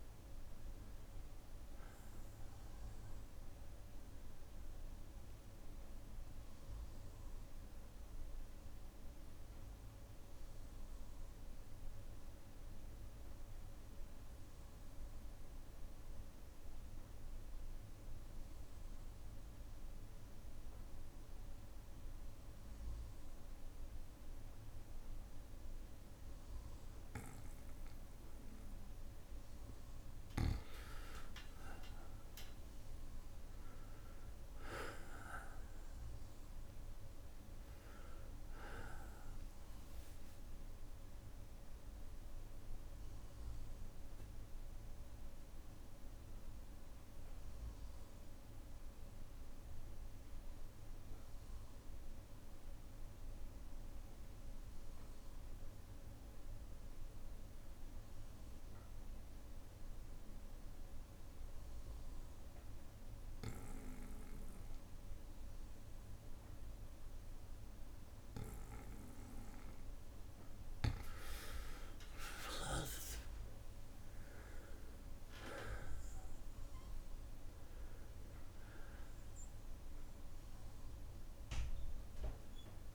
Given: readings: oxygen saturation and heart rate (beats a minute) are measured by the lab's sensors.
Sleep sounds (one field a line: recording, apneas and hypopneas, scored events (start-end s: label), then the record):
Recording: breathing in sleep by a room microphone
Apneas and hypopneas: 2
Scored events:
0.00-15.00 s: oxygen desaturation (device-marked, oxygen 92% lowest, heart rate 34 extreme)
4.00-26.00 s: bradycardia (device-marked, heart rate 61 before, 56 extreme)
4.00-27.50 s: obstructive apnea (oxygen 99% before, 92% lowest, heart rate 54 before, 56 extreme, up 5 after)
30.00-35.00 s: arousal
31.00-56.00 s: oxygen desaturation (device-marked, oxygen 99% before, 94% lowest, heart rate 58 before, 45 extreme)
42.00-65.50 s: obstructive apnea (oxygen 99% before, 92% lowest, heart rate 60 before, 45 extreme, up 4 after)
43.00-65.00 s: bradycardia (device-marked, heart rate 61 before, 57 extreme)
66.00-82.95 s: oxygen desaturation (device-marked, oxygen 99% before, 92% lowest, heart rate 58 before, 45 extreme)
71.00-74.50 s: arousal
72.00-79.00 s: bradycardia (device-marked, heart rate 60 before, 45 extreme)
73.00-75.00 s: long interval between heartbeats (device-marked, heart rate 58 before, 61 extreme)
From the record:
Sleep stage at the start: N2 (light sleep)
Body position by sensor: on the back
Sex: male